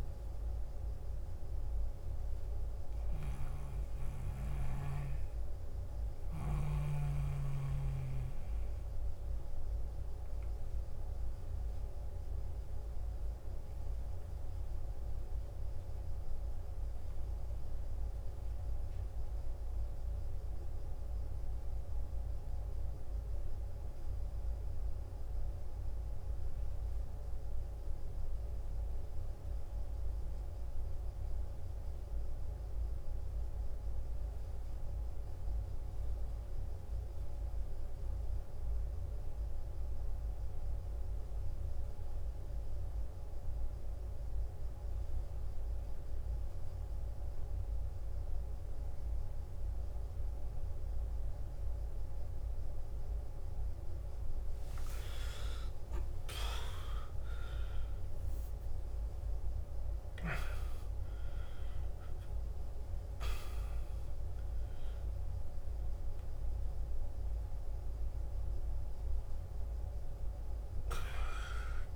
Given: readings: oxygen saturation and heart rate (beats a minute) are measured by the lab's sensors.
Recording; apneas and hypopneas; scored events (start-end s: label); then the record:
breathing in sleep by a room microphone; 1
0.00-9.00 s: oxygen desaturation (device-marked, oxygen 92% lowest, heart rate 54 extreme)
3.50-7.50 s: snoring (device-marked)
4.00-53.50 s: obstructive apnea (oxygen 98% before, 88% lowest, heart rate 63 before, 54 extreme, up 14 after)
30.00-71.96 s: oxygen desaturation (device-marked, oxygen 98% before, 88% lowest, heart rate 55 before, 51 extreme)
55.00-59.00 s: arousal
59.00-71.96 s: new sleep stage, N1 (lightest sleep)
From the record:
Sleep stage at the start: N2 (light sleep); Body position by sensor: on the back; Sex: male